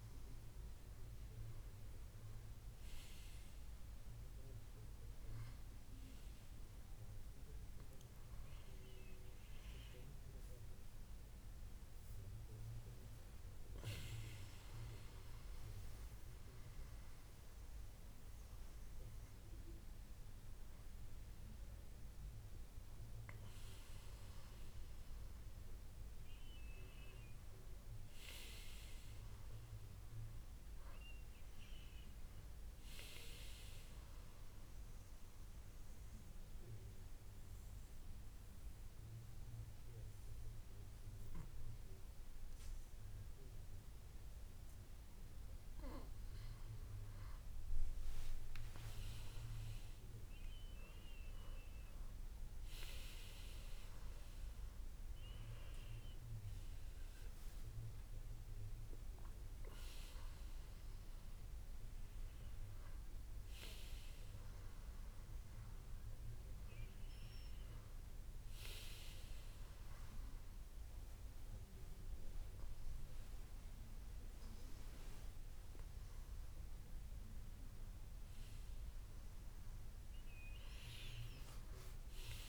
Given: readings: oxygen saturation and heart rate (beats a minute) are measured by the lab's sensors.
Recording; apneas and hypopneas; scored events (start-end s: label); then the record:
breathing in sleep by a room microphone; 1
0.00-1.50 s: oxygen desaturation (device-marked, oxygen 93% lowest, heart rate 76 extreme)
4.50-82.49 s: new sleep stage, N1 (lightest sleep)
34.50-46.50 s: central apnea (oxygen 97% before, 95% lowest, heart rate 81 before, 70 extreme, up 10 after)
48.00-52.00 s: arousal
48.50-50.50 s: long interval between heartbeats (device-marked, heart rate 75 before, 76 extreme)
From the record:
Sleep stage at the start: N2 (light sleep); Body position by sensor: on the back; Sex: male